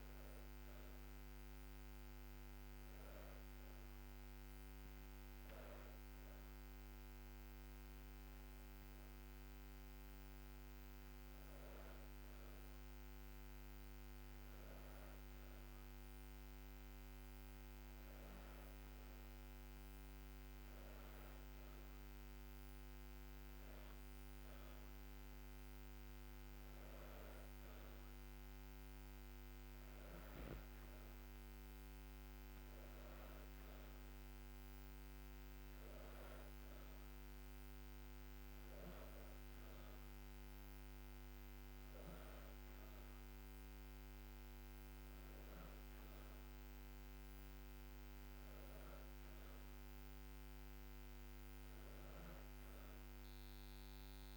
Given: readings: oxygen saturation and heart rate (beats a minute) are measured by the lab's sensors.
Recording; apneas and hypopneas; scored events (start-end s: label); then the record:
breathing in sleep, hard to hear, by a microphone on the trachea; none
none scored
From the record:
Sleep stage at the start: N2 (light sleep); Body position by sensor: on the back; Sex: female